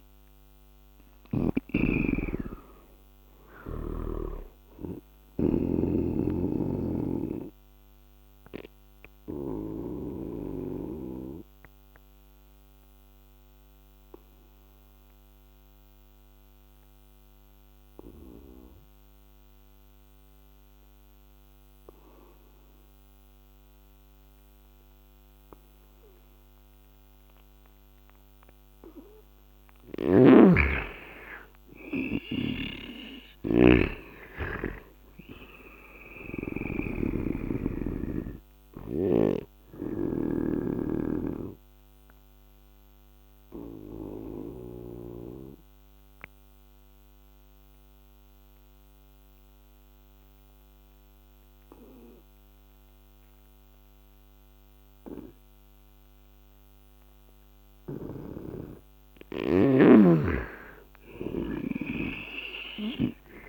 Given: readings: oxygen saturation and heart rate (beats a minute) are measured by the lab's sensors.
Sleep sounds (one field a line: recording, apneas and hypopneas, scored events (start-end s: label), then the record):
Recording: breathing in sleep by a microphone on the trachea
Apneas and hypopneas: 2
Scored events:
0.00-1.50 s: snoring (device-marked)
0.00-20.00 s: oxygen desaturation (device-marked, oxygen 90% lowest, heart rate 73 extreme)
6.00-9.50 s: snoring (device-marked)
8.00-27.50 s: obstructive apnea (oxygen 97% before, 86% lowest, heart rate 79 before, 73 extreme, up 10 after)
29.00-61.00 s: oxygen desaturation (device-marked, oxygen 99% before, 86% lowest, heart rate 75 before, 72 extreme)
30.00-33.50 s: arousal
32.00-36.50 s: snoring (device-marked)
38.50-44.50 s: snoring (device-marked)
41.50-57.50 s: obstructive apnea (oxygen 99% before, 86% lowest, heart rate 78 before, 72 extreme, up 7 after)
57.50-63.49 s: snoring (device-marked)
60.00-63.00 s: arousal
From the record:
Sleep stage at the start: N2 (light sleep)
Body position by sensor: on the right side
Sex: male